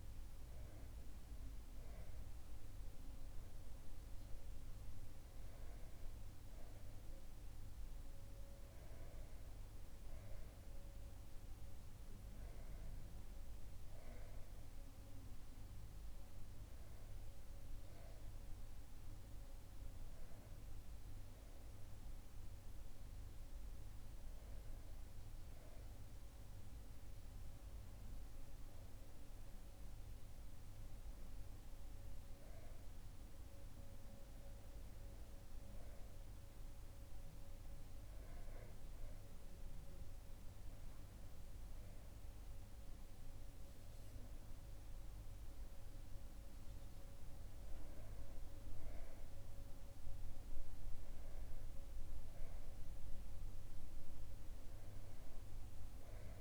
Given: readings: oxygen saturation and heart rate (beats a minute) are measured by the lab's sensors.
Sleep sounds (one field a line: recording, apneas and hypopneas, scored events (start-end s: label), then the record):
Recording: breathing in sleep, hard to hear, by a room microphone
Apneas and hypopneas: none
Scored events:
none scored
From the record:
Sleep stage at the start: REM sleep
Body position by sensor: on the back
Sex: male